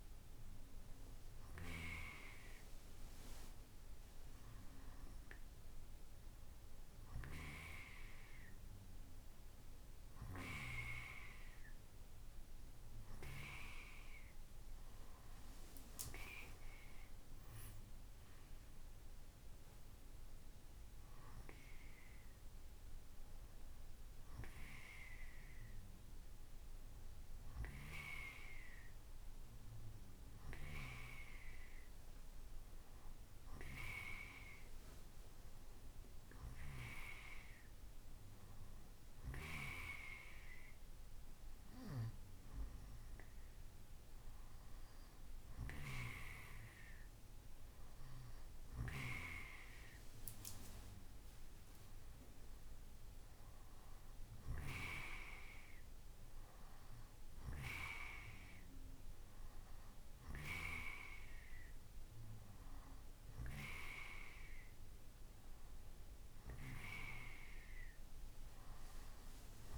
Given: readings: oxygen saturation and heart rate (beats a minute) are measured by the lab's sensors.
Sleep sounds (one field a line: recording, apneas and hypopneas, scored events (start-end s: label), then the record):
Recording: breathing in sleep by a room microphone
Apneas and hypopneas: none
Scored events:
none scored
From the record:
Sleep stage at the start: N2 (light sleep)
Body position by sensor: on the right side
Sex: male